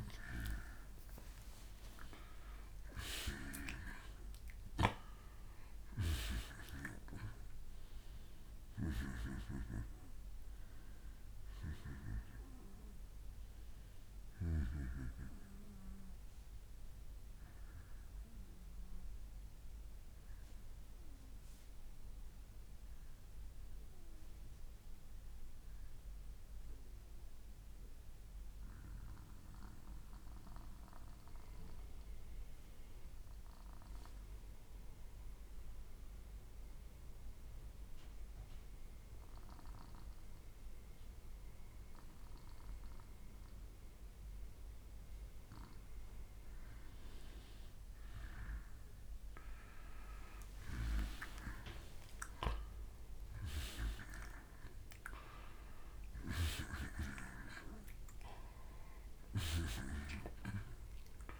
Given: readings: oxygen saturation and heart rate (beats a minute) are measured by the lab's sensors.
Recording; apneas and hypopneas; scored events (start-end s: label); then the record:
breathing in sleep by a room microphone; 1
0.00-3.00 s: arousal
0.00-25.00 s: oxygen desaturation (device-marked, oxygen 88% lowest, heart rate 61 extreme)
26.00-45.00 s: mixed apnea (oxygen 95% before, 88% lowest, heart rate 64 before, 59 extreme, up 4 after)
42.00-53.00 s: oxygen desaturation (device-marked, oxygen 96% before, 91% lowest, heart rate 61 before, 59 extreme)
46.50-50.50 s: arousal
59.00-61.40 s: oxygen desaturation (device-marked, oxygen 92% before, 88% lowest, heart rate 62 before, 62 extreme)
From the record:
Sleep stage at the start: N2 (light sleep); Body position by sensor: on the back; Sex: male